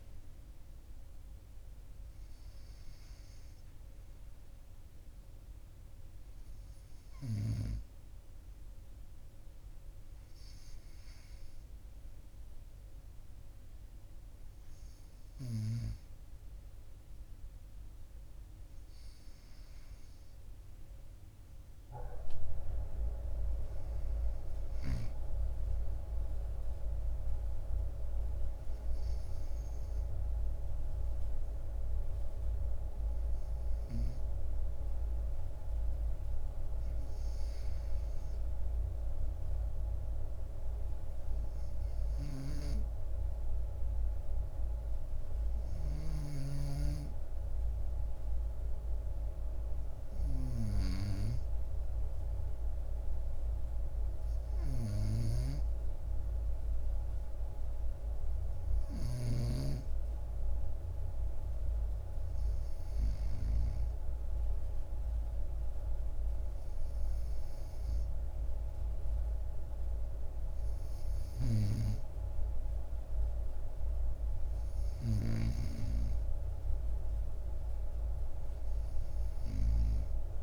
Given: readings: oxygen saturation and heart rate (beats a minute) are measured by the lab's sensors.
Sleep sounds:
breathing in sleep by a room microphone; none
none scored
From the record:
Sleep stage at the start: N2 (light sleep); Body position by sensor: on the right side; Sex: male

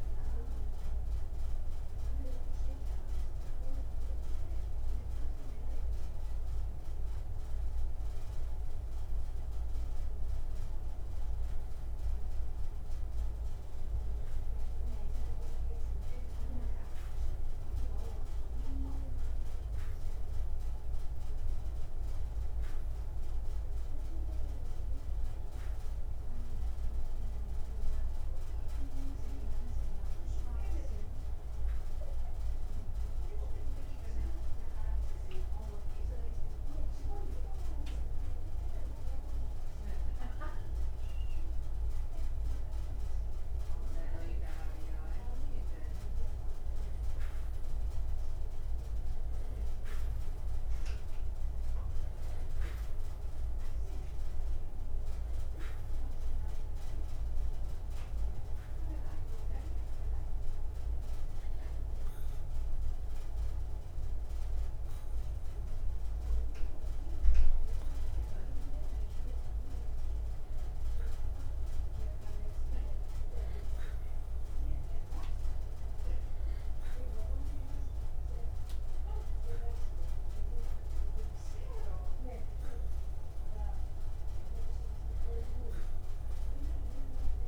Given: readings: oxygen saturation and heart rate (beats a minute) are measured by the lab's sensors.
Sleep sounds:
breathing in sleep, hard to hear, by a room microphone; none
0.00-23.50 s: oxygen desaturation (device-marked, oxygen 87% lowest, heart rate 58 extreme)
From the record:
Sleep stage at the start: N2 (light sleep); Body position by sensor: on the back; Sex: male

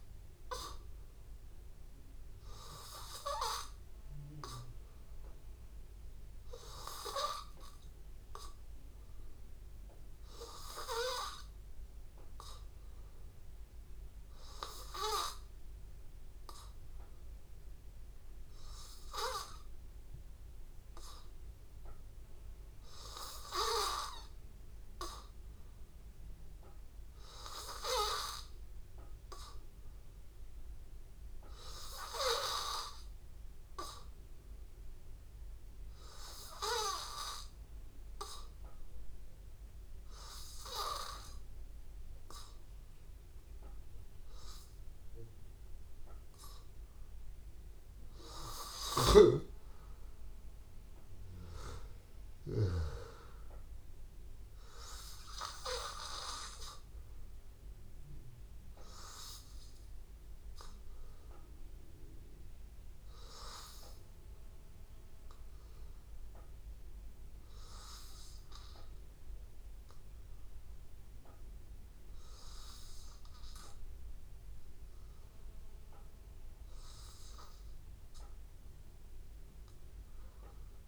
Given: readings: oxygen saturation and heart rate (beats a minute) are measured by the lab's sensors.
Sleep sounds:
breathing in sleep by a room microphone; 1
4.00-46.00 s: obstructive apnea (oxygen 96% before, 93% lowest, heart rate 80 before, 80 extreme, up 1 after)
48.50-52.00 s: arousal
From the record:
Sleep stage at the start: N2 (light sleep); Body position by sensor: on the back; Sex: male

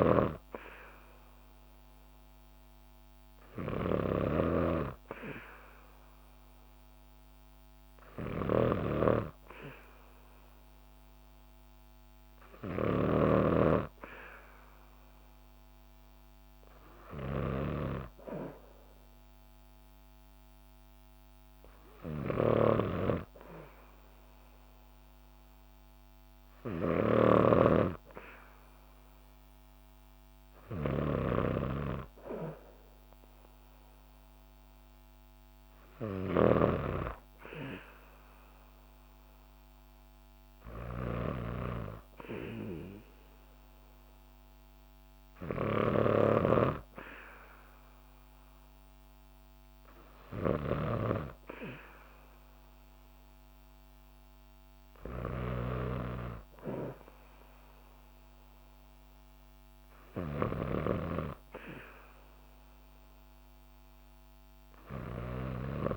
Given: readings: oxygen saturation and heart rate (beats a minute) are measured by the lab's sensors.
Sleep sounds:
breathing in sleep by a microphone on the trachea; none
0.00-60.50 s: snoring (device-marked)
From the record:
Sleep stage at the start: N2 (light sleep); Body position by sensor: on the back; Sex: female

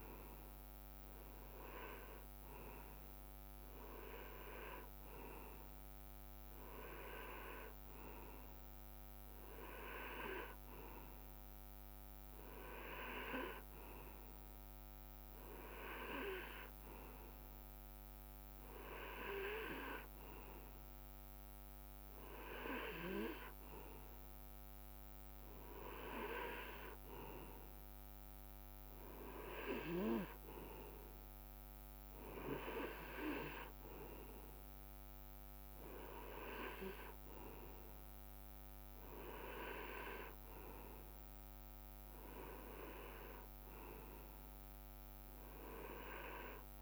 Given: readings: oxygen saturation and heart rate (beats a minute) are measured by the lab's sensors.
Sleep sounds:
breathing in sleep by a microphone on the trachea; none
none scored
From the record:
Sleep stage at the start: N2 (light sleep); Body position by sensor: on the right side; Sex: male

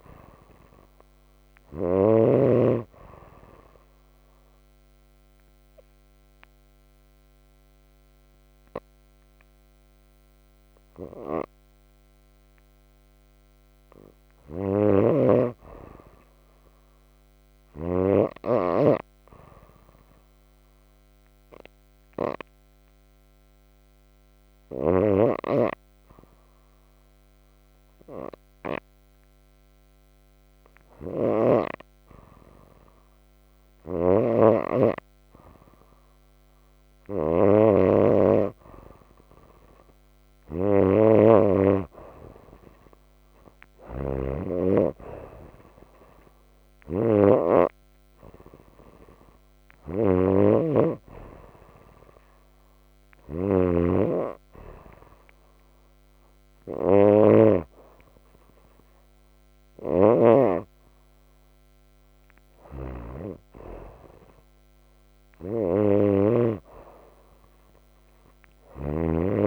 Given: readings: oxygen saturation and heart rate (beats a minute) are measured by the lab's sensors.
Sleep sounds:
breathing in sleep by a microphone on the trachea; 2
0.00-2.00 s: snoring (device-marked)
0.00-14.50 s: oxygen desaturation (device-marked, oxygen 93% lowest, heart rate 29 extreme)
2.50-13.50 s: obstructive apnea (oxygen 98% before, 93% lowest, heart rate 49 before, 29 extreme, up 10 after)
14.50-18.00 s: snoring (device-marked)
15.50-19.50 s: arousal
23.50-39.50 s: hypopnea (oxygen 96% before, 91% lowest, heart rate 58 before, 35 extreme, up 25 after)
33.50-57.50 s: snoring (device-marked)
41.50-44.50 s: arousal
59.50-69.47 s: snoring (device-marked)
From the record:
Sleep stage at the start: N2 (light sleep); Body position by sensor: on the right side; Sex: female

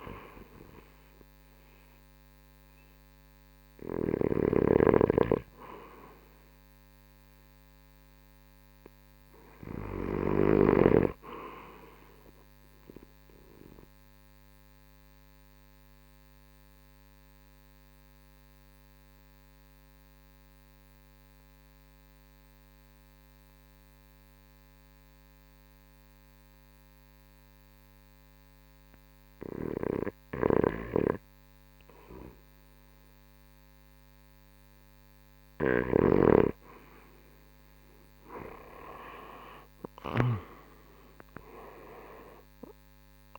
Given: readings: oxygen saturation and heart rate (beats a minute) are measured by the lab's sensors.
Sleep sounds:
breathing in sleep by a microphone on the trachea; 1
0.00-5.50 s: oxygen desaturation (device-marked, oxygen 80% lowest, heart rate 56 extreme)
6.50-18.50 s: drop in pulse transit time (device-marked, heart rate 61 before, 66 extreme)
7.50-37.50 s: oxygen desaturation (device-marked, oxygen 88% before, 77% lowest, heart rate 61 before, 56 extreme)
14.00-31.00 s: central apnea (oxygen 88% before, 75% lowest, heart rate 65 before, 56 extreme, up 17 after)
35.50-40.50 s: snoring (device-marked)
38.50-43.39 s: drop in pulse transit time (device-marked, heart rate 63 before, 73 extreme)
39.00-43.39 s: arousal
From the record:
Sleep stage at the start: REM sleep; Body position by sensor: on the right side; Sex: male

